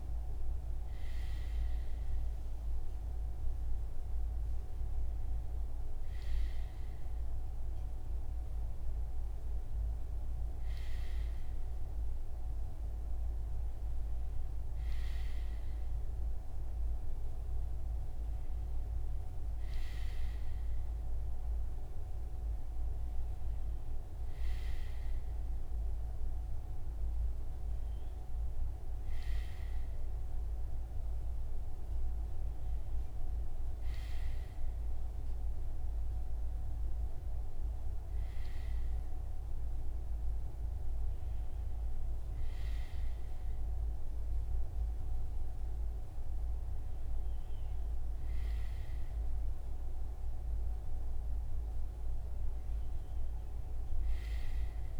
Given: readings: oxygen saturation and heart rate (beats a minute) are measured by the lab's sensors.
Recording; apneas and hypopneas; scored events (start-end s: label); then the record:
breathing in sleep, hard to hear, by a room microphone; none
none scored
From the record:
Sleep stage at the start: REM sleep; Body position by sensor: on the front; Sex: male